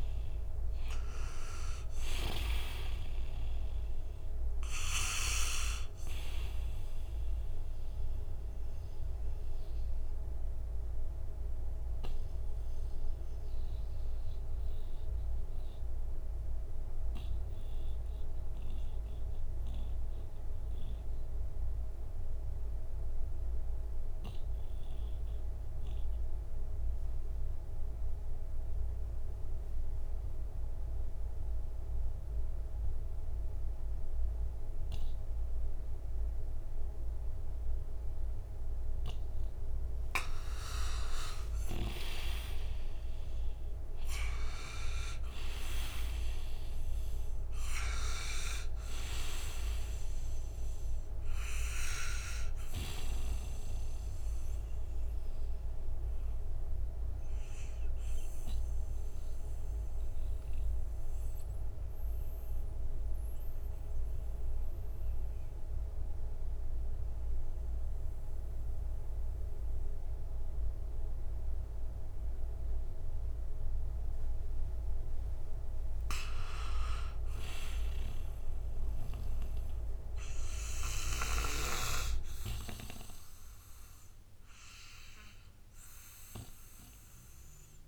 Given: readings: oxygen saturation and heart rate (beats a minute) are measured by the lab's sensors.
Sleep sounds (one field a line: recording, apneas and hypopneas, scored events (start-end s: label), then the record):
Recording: breathing in sleep by a room microphone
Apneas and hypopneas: 2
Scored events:
0.00-29.00 s: oxygen desaturation (device-marked, oxygen 83% lowest, heart rate 59 extreme)
8.50-40.00 s: mixed apnea (oxygen 98% before, 83% lowest, heart rate 66 before, 59 extreme, up 20 after)
41.00-45.50 s: arousal
44.00-76.00 s: oxygen desaturation (device-marked, oxygen 97% before, 85% lowest, heart rate 64 before, 58 extreme)
53.50-73.50 s: obstructive apnea (oxygen 98% before, 85% lowest, heart rate 68 before, 58 extreme, up 5 after)
76.50-81.00 s: arousal
From the record:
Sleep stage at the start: N2 (light sleep)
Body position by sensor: on the right side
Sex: male